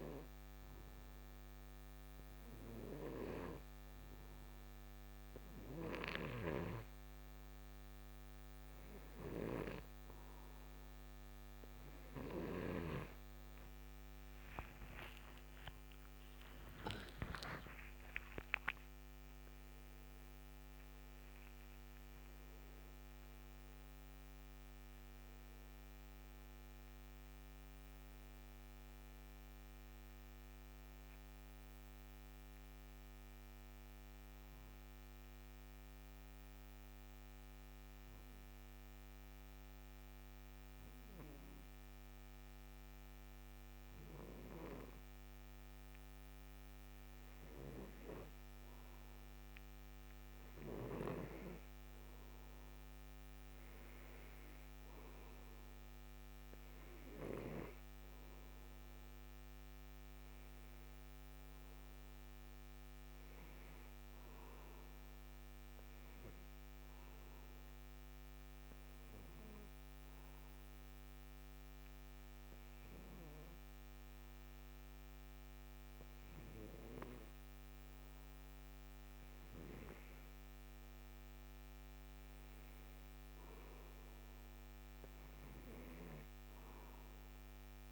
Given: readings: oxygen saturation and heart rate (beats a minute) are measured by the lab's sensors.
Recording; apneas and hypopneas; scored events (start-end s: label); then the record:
breathing in sleep by a microphone on the trachea; 2
6.00-16.00 s: snoring (device-marked)
14.00-18.50 s: arousal
34.50-47.00 s: obstructive apnea (oxygen 94% before, 90% lowest, heart rate 75 before, 57 extreme, up 8 after)
47.50-52.00 s: arousal
51.50-69.50 s: oxygen desaturation (device-marked, oxygen 96% before, 90% lowest, heart rate 58 before, 62 extreme)
68.00-80.00 s: hypopnea (oxygen 96% before, 90% lowest, heart rate 64 before, 62 extreme, up 7 after)
81.50-85.50 s: arousal
From the record:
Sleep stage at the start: N2 (light sleep); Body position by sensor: on the right side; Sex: male